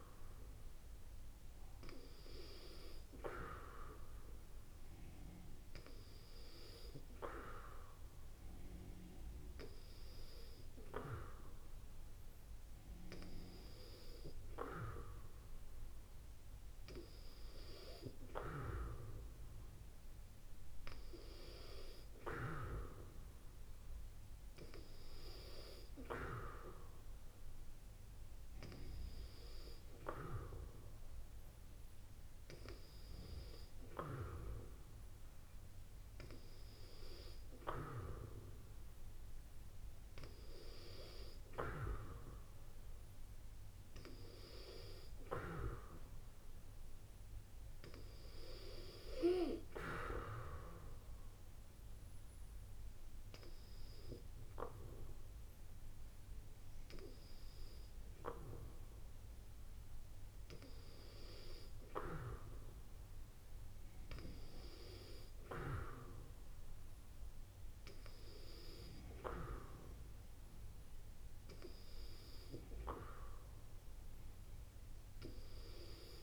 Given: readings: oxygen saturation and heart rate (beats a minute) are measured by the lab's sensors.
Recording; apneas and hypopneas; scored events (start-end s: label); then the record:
breathing in sleep by a room microphone; none
none scored
From the record:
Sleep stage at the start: N2 (light sleep); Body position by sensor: on the back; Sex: female